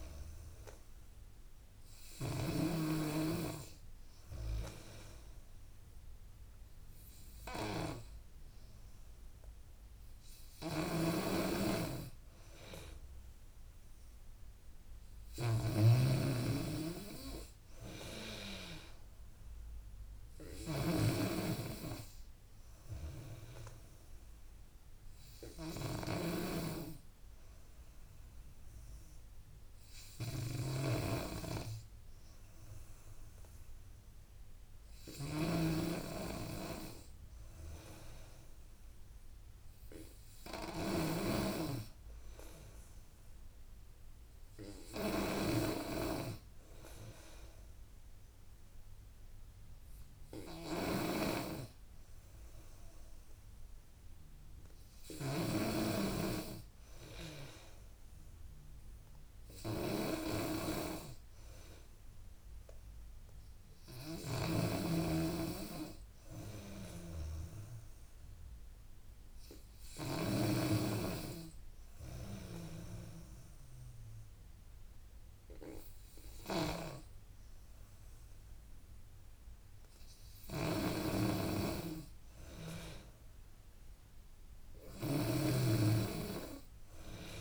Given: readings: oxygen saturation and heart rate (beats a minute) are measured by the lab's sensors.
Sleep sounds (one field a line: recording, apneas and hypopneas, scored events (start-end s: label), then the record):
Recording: breathing in sleep by a room microphone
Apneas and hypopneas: none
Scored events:
0.00-5.00 s: drop in pulse transit time (device-marked, heart rate 83 extreme)
0.00-70.50 s: snoring (device-marked)
15.00-26.00 s: drop in pulse transit time (device-marked, heart rate 84 before, 79 extreme)
76.50-87.41 s: snoring (device-marked)
81.00-84.00 s: arousal
From the record:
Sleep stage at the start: N2 (light sleep)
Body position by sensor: on the back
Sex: female